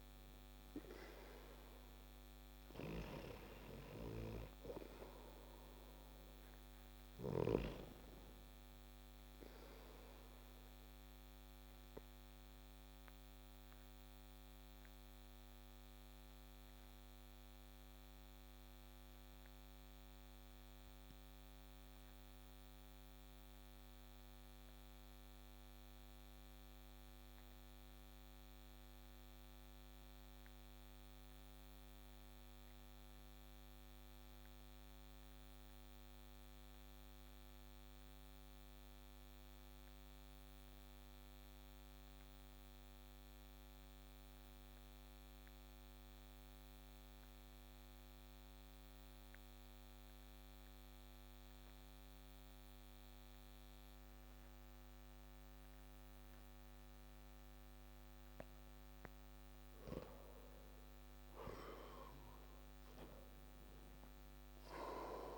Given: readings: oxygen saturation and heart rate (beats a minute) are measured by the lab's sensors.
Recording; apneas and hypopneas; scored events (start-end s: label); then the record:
breathing in sleep by a microphone on the trachea; 1
0.00-12.00 s: oxygen desaturation (device-marked, oxygen 93% lowest)
10.50-60.00 s: obstructive apnea (oxygen 97% before, 92% lowest)
61.50-65.38 s: arousal
From the record:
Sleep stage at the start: N2 (light sleep); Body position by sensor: on the back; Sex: male